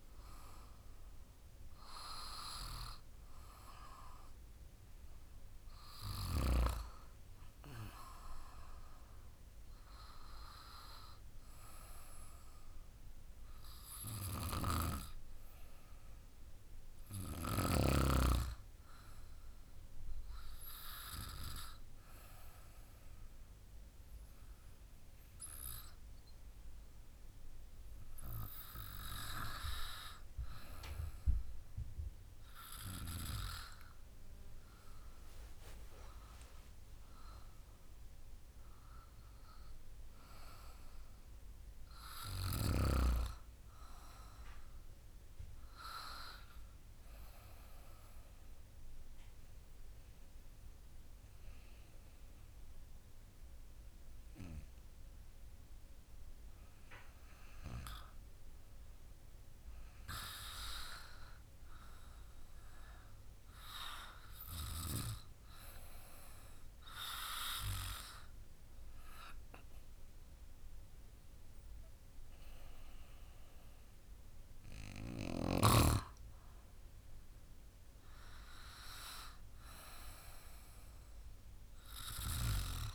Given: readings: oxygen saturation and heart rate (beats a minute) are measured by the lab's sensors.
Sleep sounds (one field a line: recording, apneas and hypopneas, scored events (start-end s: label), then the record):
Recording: breathing in sleep by a room microphone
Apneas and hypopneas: 3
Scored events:
19.00-30.50 s: hypopnea (oxygen 97% before, 95% lowest, heart rate 51 before, 50 extreme, up 10 after)
34.00-39.00 s: arousal
47.00-58.00 s: hypopnea (oxygen 97% before, 95% lowest, heart rate 56 before, 51 extreme, up 7 after)
60.00-63.00 s: arousal
68.00-78.00 s: hypopnea (oxygen 98% before, 95% lowest, heart rate 54 before, 52 extreme, up 5 after)
81.00-82.95 s: arousal
From the record:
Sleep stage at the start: N2 (light sleep)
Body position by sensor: on the back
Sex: female